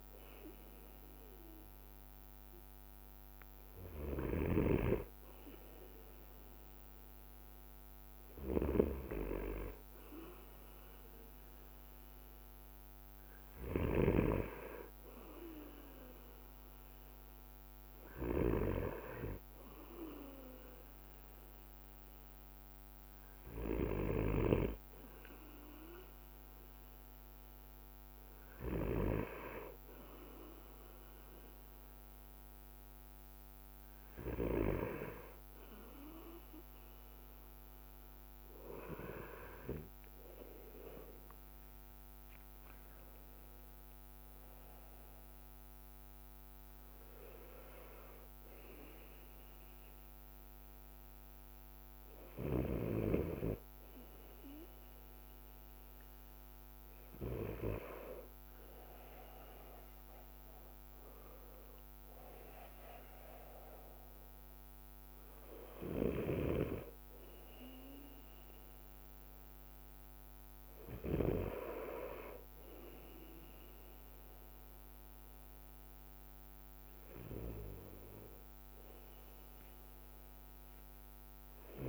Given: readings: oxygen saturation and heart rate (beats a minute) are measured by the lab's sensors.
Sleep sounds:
breathing in sleep by a microphone on the trachea; none
none scored
From the record:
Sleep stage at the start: N2 (light sleep); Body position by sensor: on the right side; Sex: male

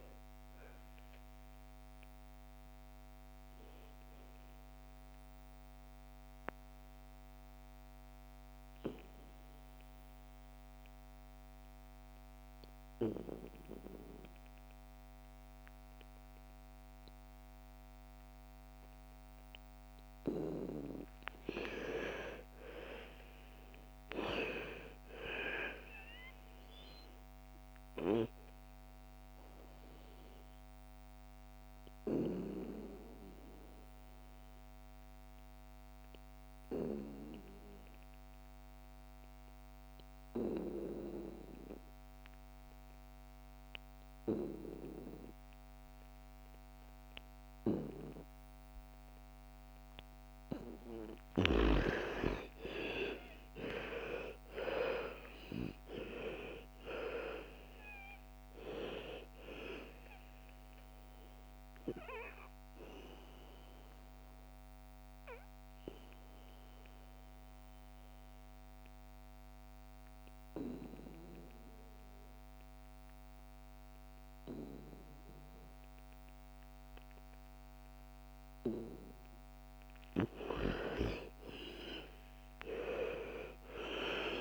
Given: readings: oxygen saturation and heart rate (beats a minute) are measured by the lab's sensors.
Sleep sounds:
breathing in sleep by a microphone on the trachea; 3
0.00-17.50 s: oxygen desaturation (device-marked, oxygen 87% lowest, heart rate 56 extreme)
4.50-19.00 s: mixed apnea (oxygen 98% before, 81% lowest, heart rate 61 before, 56 extreme, up 9 after)
21.00-24.50 s: arousal
28.00-49.50 s: obstructive apnea (oxygen 99% before, 81% lowest, heart rate 59 before, 55 extreme, up 22 after)
28.50-38.50 s: oxygen desaturation (device-marked, oxygen 99% before, 89% lowest, heart rate 59 before, 56 extreme)
46.50-73.50 s: oxygen desaturation (device-marked, oxygen 98% before, 81% lowest, heart rate 60 before, 55 extreme)
52.00-56.50 s: arousal
62.00-78.50 s: obstructive apnea (oxygen 98% before, 81% lowest, heart rate 64 before, 55 extreme, up 12 after)
80.50-83.50 s: arousal
From the record:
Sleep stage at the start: N2 (light sleep); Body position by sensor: on the back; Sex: female

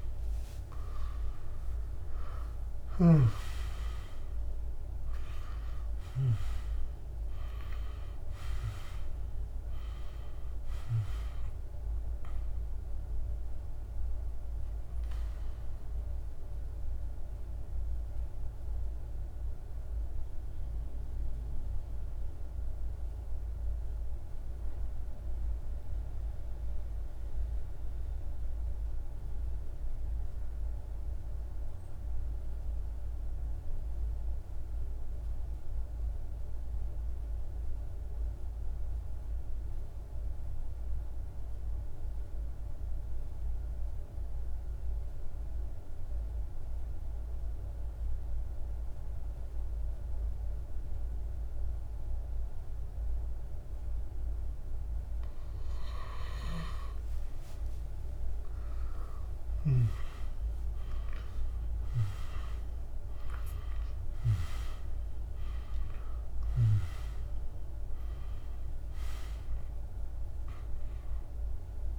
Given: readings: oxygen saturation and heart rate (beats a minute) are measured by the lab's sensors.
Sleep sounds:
breathing in sleep by a room microphone; 1
0.00-2.50 s: arousal
0.00-28.00 s: oxygen desaturation (device-marked, oxygen 84% lowest, heart rate 48 extreme)
2.00-5.50 s: snoring (device-marked)
14.00-54.00 s: mixed apnea (oxygen 98% before, 84% lowest, heart rate 56 before, 48 extreme, up 18 after)
45.00-71.99 s: oxygen desaturation (device-marked, oxygen 99% before, 87% lowest, heart rate 51 before, 47 extreme)
56.00-60.00 s: arousal
From the record:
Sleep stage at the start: N2 (light sleep); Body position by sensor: on the back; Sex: male

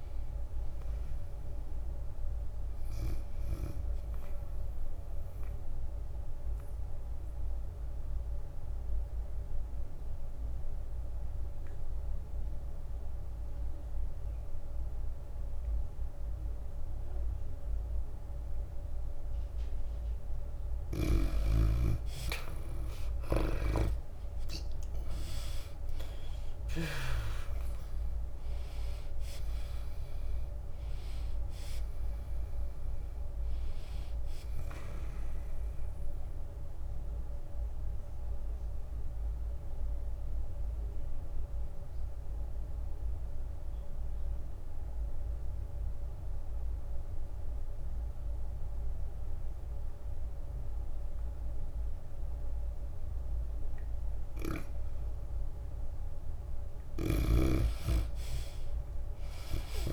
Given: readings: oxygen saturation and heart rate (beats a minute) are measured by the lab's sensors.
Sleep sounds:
breathing in sleep by a room microphone; 2
0.00-1.50 s: drop in pulse transit time (device-marked, heart rate 97 extreme)
0.00-9.50 s: oxygen desaturation (device-marked, oxygen 81% lowest, heart rate 90 extreme)
7.00-22.00 s: obstructive apnea (oxygen 95% before, 82% lowest, heart rate 106 before, 90 extreme, up 8 after)
24.50-47.50 s: oxygen desaturation (device-marked, oxygen 95% before, 82% lowest, heart rate 93 before, 88 extreme)
25.50-29.50 s: arousal
28.50-43.50 s: drop in pulse transit time (device-marked, heart rate 93 before, 96 extreme)
37.00-55.00 s: obstructive apnea (oxygen 97% before, 79% lowest, heart rate 95 before, 88 extreme, up 5 after)
57.00-59.92 s: arousal
From the record:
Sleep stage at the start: N2 (light sleep); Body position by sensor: on the back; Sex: female

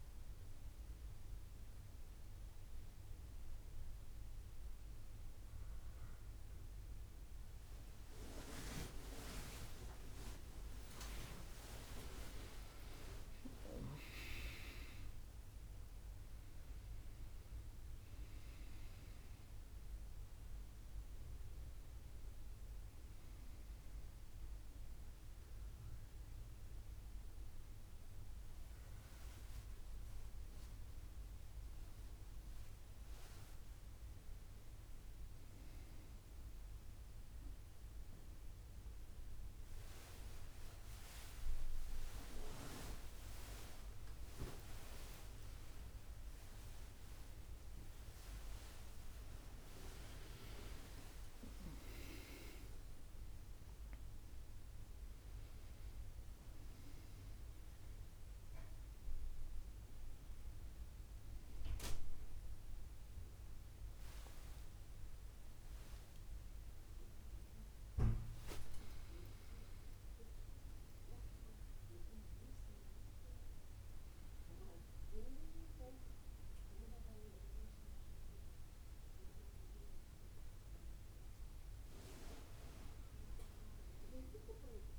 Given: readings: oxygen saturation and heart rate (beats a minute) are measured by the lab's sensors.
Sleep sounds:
a person awake in a sleep study, by a room microphone; none
38.50-50.50 s: tachycardia (device-marked, heart rate 72 before, 154 extreme)
84.50-84.99 s: new sleep stage, N1 (lightest sleep)
From the record:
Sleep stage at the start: awake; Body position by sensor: on the back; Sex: female

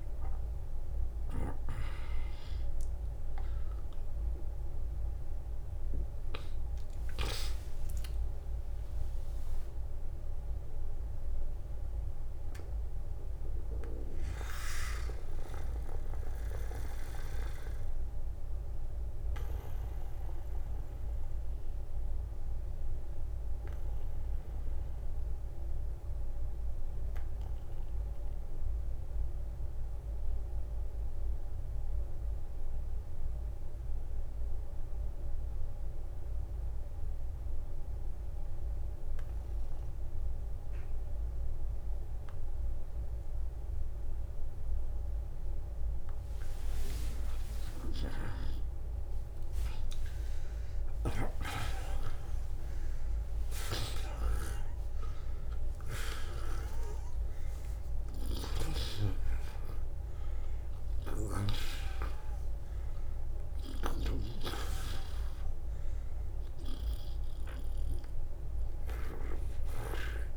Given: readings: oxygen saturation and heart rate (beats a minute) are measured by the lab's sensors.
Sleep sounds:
breathing in sleep by a room microphone; 1
5.00-8.50 s: arousal
7.00-9.00 s: long interval between heartbeats (device-marked, heart rate 79 before, 80 extreme)
10.50-47.50 s: obstructive apnea (oxygen 95% before, 81% lowest, heart rate 78 before, 39 extreme, up 21 after)
11.50-34.50 s: oxygen desaturation (device-marked, oxygen 92% before, 84% lowest, heart rate 77 before, 39 extreme)
26.00-28.00 s: long interval between heartbeats (device-marked, heart rate 70 before, 55 extreme)
46.00-48.00 s: long interval between heartbeats (device-marked, heart rate 51 before, 64 extreme)
48.50-50.50 s: long interval between heartbeats (device-marked, heart rate 53 before, 65 extreme)
49.00-52.50 s: arousal
55.50-57.50 s: long interval between heartbeats (device-marked, heart rate 60 before, 63 extreme)
57.50-63.50 s: snoring (device-marked)
66.50-70.37 s: oxygen desaturation (device-marked, oxygen 96% before, 81% lowest, heart rate 63 before, 45 extreme)
From the record:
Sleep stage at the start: N2 (light sleep); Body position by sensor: on the back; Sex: male

